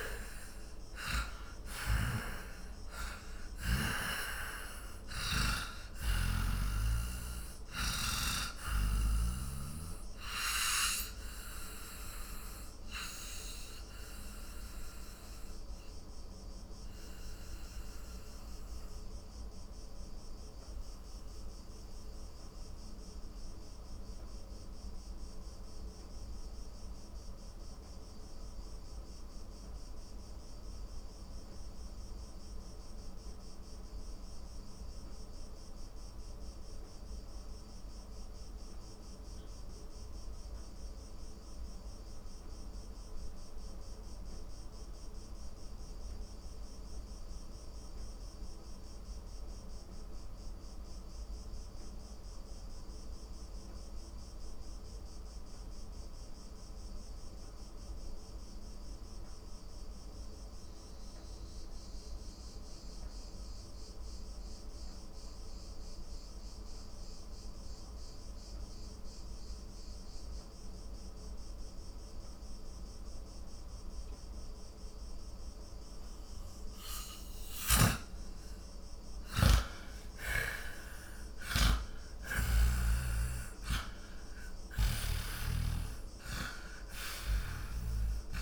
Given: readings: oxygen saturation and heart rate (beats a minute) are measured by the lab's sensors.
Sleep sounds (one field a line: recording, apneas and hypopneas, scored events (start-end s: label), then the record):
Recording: breathing in sleep by a room microphone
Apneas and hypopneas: 1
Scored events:
0.00-1.50 s: arousal
0.00-38.50 s: oxygen desaturation (device-marked, oxygen 78% lowest, heart rate 40 extreme)
6.00-9.50 s: snoring (device-marked)
10.50-79.00 s: obstructive apnea (oxygen 97% before, 78% lowest, heart rate 61 before, 40 extreme, up 17 after)
67.50-88.42 s: oxygen desaturation (device-marked, oxygen 98% before, 78% lowest, heart rate 47 before, 43 extreme)
77.50-88.00 s: snoring (device-marked)
79.50-85.00 s: arousal
From the record:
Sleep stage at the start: N2 (light sleep)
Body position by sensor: on the back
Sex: male